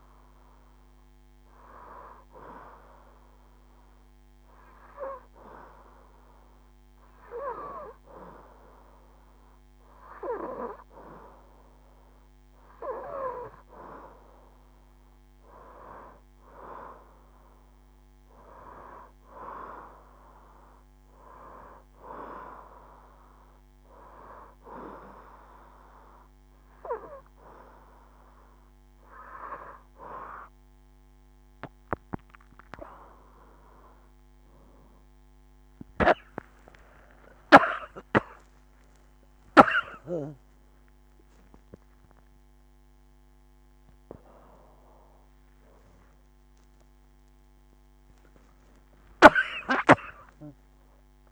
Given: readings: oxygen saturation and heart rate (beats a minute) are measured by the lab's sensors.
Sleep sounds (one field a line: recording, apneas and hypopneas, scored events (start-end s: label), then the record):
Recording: a person partly awake in a sleep study, by a microphone on the trachea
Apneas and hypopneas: 1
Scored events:
0.50-15.00 s: hypopnea (oxygen 94% before, 89% lowest, heart rate 76 before, 73 extreme, up 5 after)
15.50-36.50 s: oxygen desaturation (device-marked, oxygen 93% before, 89% lowest, heart rate 74 before, 76 extreme)
28.50-51.32 s: new sleep stage, awake
From the record:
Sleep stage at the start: N2 (light sleep)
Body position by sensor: on the right side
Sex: female